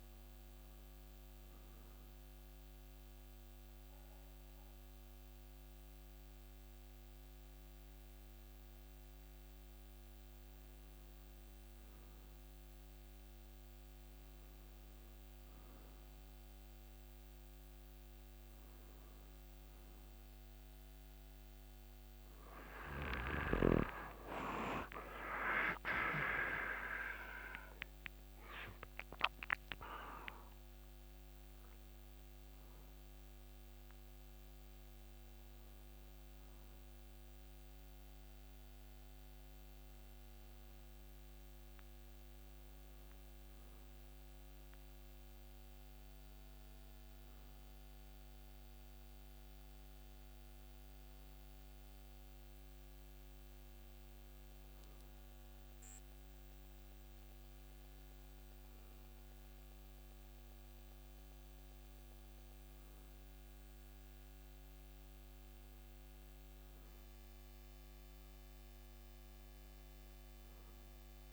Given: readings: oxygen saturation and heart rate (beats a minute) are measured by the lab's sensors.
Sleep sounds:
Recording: breathing in sleep by a microphone on the trachea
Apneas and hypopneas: none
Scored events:
none scored
From the record:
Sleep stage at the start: N2 (light sleep)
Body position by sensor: on the back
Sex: male

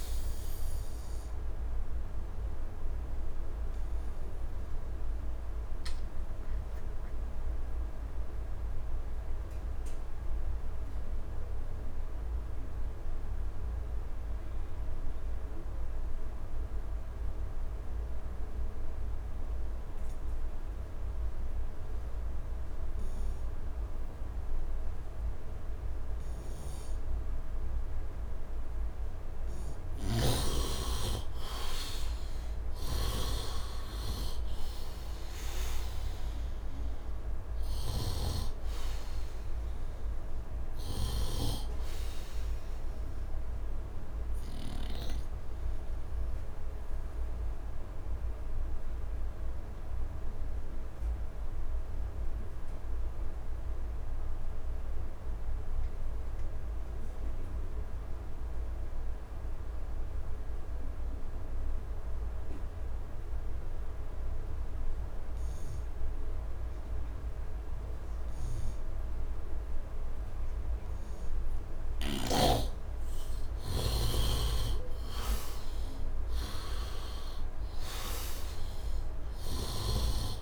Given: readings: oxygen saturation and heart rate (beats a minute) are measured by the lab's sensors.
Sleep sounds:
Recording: breathing in sleep by a room microphone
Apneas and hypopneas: 2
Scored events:
0.00-18.00 s: oxygen desaturation (device-marked, oxygen 79% lowest, heart rate 69 extreme)
2.00-29.50 s: obstructive apnea (oxygen 100% before, 76% lowest, heart rate 79 before, 70 extreme, up 8 after)
25.00-62.00 s: oxygen desaturation (device-marked, oxygen 100% before, 76% lowest, heart rate 75 before, 72 extreme)
30.00-45.00 s: snoring (device-marked)
32.00-36.50 s: arousal
42.50-72.00 s: obstructive apnea (oxygen 100% before, 76% lowest, heart rate 81 before, 72 extreme, up 8 after)
64.00-80.42 s: oxygen desaturation (device-marked, oxygen 100% before, 76% lowest, heart rate 74 before, 71 extreme)
74.00-78.00 s: arousal
From the record:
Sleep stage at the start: N2 (light sleep)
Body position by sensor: on the right side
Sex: male

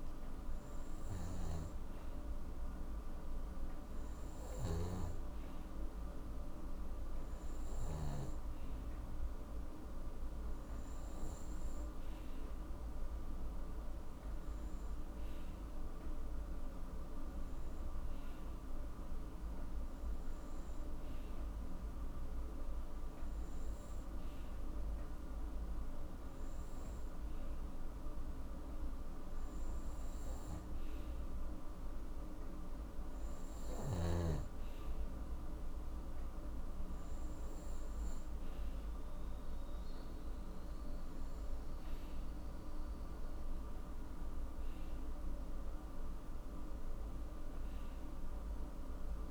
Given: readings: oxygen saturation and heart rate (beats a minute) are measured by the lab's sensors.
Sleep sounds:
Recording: breathing in sleep, hard to hear, by a room microphone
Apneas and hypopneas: none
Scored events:
1.00-8.00 s: snoring (device-marked)
From the record:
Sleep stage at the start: N2 (light sleep)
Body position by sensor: on the right side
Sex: male

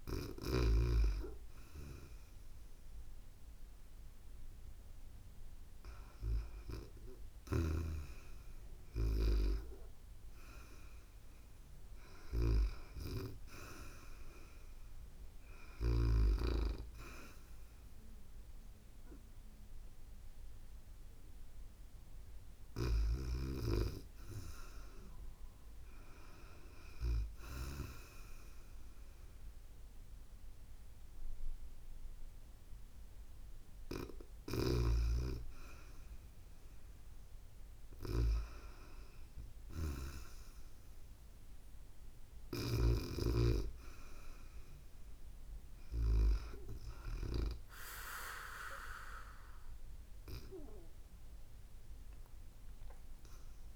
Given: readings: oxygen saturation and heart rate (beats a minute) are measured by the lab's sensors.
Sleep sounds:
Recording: breathing in sleep by a room microphone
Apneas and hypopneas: none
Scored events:
none scored
From the record:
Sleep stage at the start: REM sleep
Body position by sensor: on the back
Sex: female

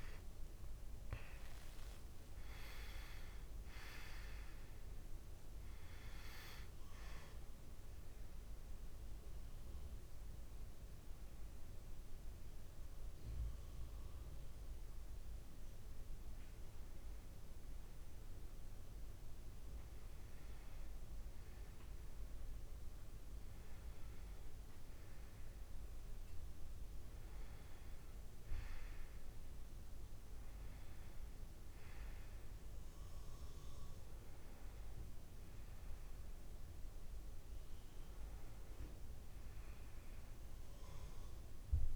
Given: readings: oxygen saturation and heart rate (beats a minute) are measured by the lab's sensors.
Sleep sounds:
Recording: breathing in sleep, hard to hear, by a room microphone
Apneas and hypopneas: 1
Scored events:
9.00-21.50 s: hypopnea (oxygen 96% before, 95% lowest, heart rate 72 before, 62 extreme, up 2 after)
14.50-41.96 s: new sleep stage, N1 (lightest sleep)
25.00-29.00 s: arousal
From the record:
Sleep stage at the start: N2 (light sleep)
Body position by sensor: on the back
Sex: male

